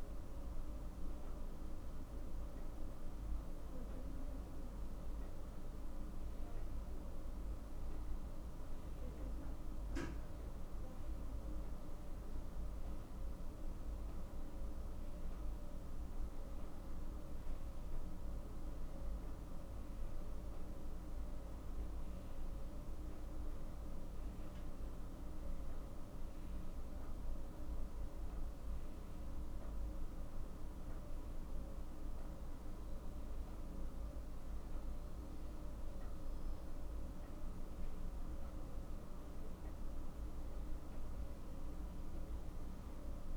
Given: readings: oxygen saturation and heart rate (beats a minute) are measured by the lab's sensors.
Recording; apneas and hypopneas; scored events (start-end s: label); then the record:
a person awake in a sleep study, hard to hear, by a room microphone; none
14.50-32.50 s: oxygen desaturation (device-marked, oxygen 96% before, 92% lowest, heart rate 59 before, 60 extreme)
From the record:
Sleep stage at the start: awake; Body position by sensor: on the back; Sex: male